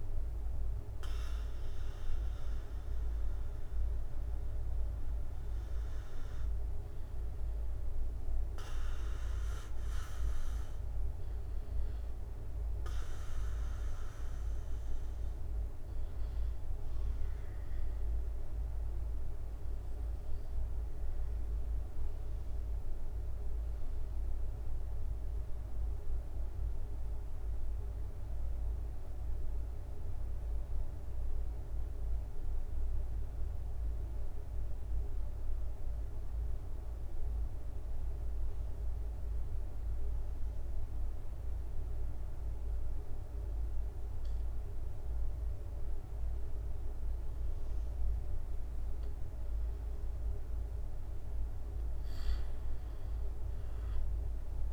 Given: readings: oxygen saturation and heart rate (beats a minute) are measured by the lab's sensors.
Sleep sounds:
breathing in sleep, hard to hear, by a room microphone; 1
10.50-15.00 s: arousal
18.00-50.00 s: obstructive apnea (oxygen 97% before, 91% lowest, heart rate 71 before, 68 extreme, up 5 after)
37.50-39.50 s: oxygen desaturation (device-marked, oxygen 96% before, 95% lowest, heart rate 69 before, 68 extreme)
From the record:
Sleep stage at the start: N2 (light sleep); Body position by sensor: on the back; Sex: male

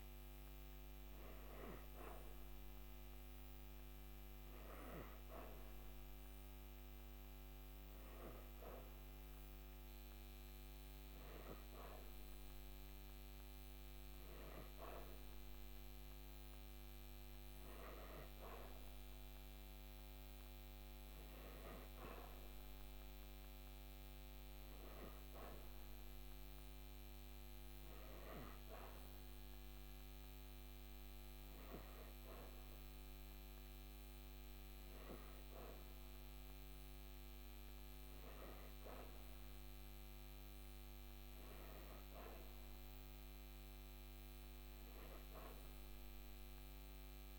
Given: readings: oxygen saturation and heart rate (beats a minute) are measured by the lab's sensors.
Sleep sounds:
breathing in sleep by a microphone on the trachea; none
none scored
From the record:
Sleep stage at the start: N3 (deep sleep); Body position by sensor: on the back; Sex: female

